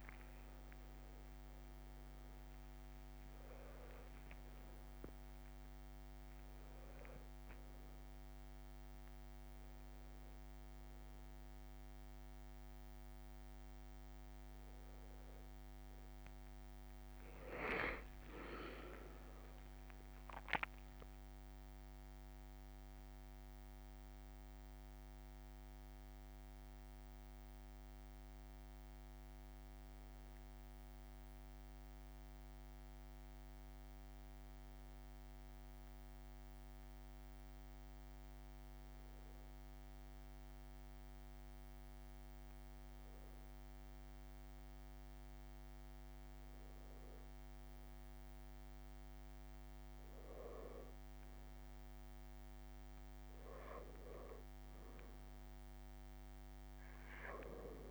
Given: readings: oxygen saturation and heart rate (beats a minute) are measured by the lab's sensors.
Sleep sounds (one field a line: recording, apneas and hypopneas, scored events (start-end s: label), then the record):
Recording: breathing in sleep by a microphone on the trachea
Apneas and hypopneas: none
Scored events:
3.50-5.50 s: long interval between heartbeats (device-marked, heart rate 68 before, 47 extreme)
9.00-11.00 s: long interval between heartbeats (device-marked, heart rate 69 before, 76 extreme)
16.00-19.50 s: arousal
17.00-19.00 s: long interval between heartbeats (device-marked, heart rate 62 before, 39 extreme)
29.00-31.00 s: long interval between heartbeats (device-marked, heart rate 43 before, 47 extreme)
32.50-34.50 s: long interval between heartbeats (device-marked, heart rate 38 before, 37 extreme)
38.00-40.00 s: long interval between heartbeats (device-marked, heart rate 36 before, 40 extreme)
53.50-55.50 s: long interval between heartbeats (device-marked, heart rate 41 before, 47 extreme)
From the record:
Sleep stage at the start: N1 (lightest sleep)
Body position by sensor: on the back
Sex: male